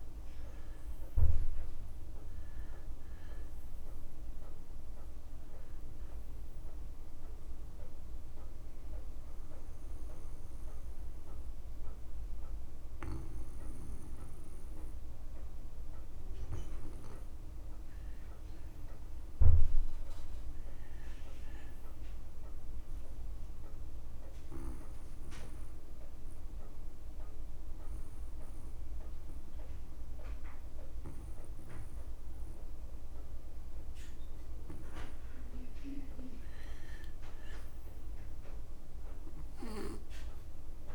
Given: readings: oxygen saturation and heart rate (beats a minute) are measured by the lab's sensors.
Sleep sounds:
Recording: breathing in sleep by a room microphone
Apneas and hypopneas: 2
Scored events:
0.00-16.50 s: oxygen desaturation (device-marked, oxygen 77% lowest)
8.50-18.50 s: obstructive apnea (oxygen 91% before, 77% lowest)
20.00-22.00 s: arousal
24.50-34.50 s: obstructive apnea (oxygen 99% before, 84% lowest)
31.50-40.95 s: oxygen desaturation (device-marked, oxygen 99% before, 87% lowest)
36.50-39.00 s: arousal
From the record:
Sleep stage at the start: N2 (light sleep)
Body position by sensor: on the back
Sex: male

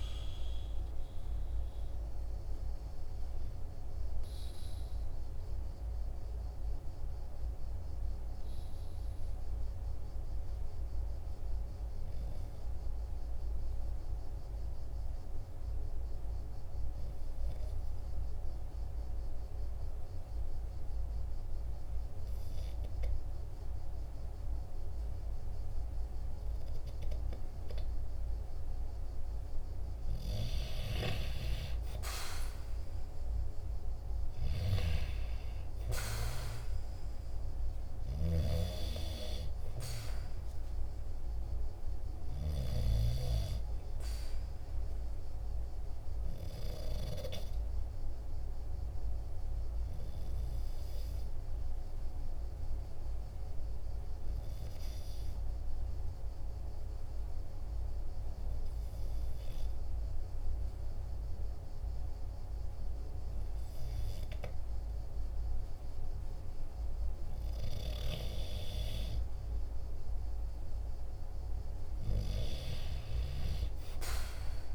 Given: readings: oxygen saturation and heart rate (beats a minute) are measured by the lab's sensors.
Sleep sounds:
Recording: breathing in sleep by a room microphone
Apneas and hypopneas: 2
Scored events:
0.00-2.00 s: oxygen desaturation (device-marked, oxygen 93% lowest, heart rate 46 extreme)
0.50-29.50 s: obstructive apnea (oxygen 97% before, 92% lowest, heart rate 49 before, 46 extreme, up 2 after)
32.00-36.00 s: arousal
33.00-63.00 s: oxygen desaturation (device-marked, oxygen 97% before, 92% lowest, heart rate 48 before, 45 extreme)
45.00-67.00 s: obstructive apnea (oxygen 97% before, 92% lowest, heart rate 48 before, 45 extreme, up 2 after)
68.50-72.00 s: arousal
From the record:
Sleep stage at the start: N2 (light sleep)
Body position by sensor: on the right side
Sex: male

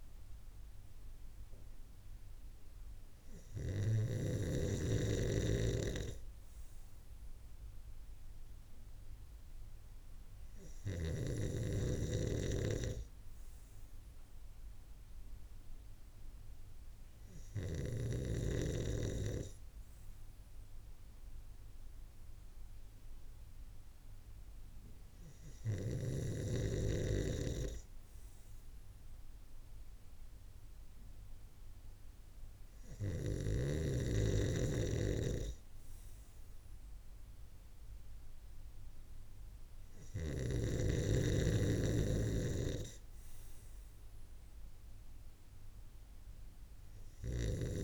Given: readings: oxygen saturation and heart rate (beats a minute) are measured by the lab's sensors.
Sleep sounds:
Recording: breathing in sleep by a room microphone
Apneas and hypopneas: none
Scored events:
41.50-47.00 s: snoring (device-marked)
From the record:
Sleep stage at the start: N2 (light sleep)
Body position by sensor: on the right side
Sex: male

